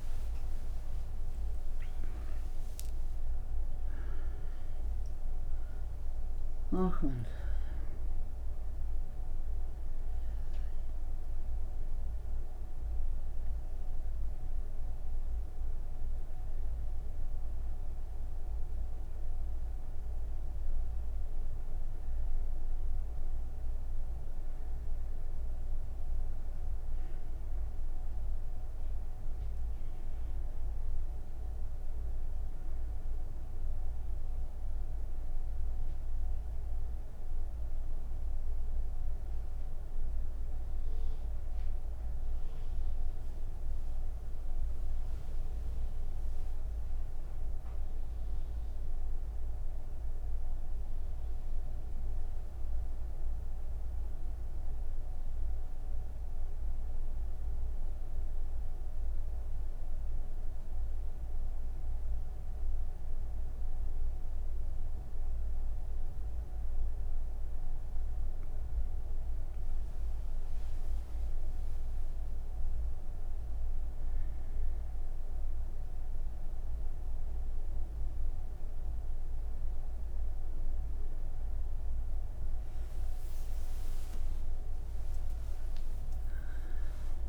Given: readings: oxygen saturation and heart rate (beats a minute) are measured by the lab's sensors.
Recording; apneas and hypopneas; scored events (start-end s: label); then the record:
breathing in sleep, hard to hear, by a room microphone; 1
5.00-17.00 s: oxygen desaturation (device-marked, oxygen 99% before, 96% lowest)
39.00-64.00 s: oxygen desaturation (device-marked, oxygen 99% before, 93% lowest)
55.00-69.50 s: mixed apnea (oxygen 99% before, 94% lowest)
From the record:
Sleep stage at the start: N1 (lightest sleep); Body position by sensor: on the right side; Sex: female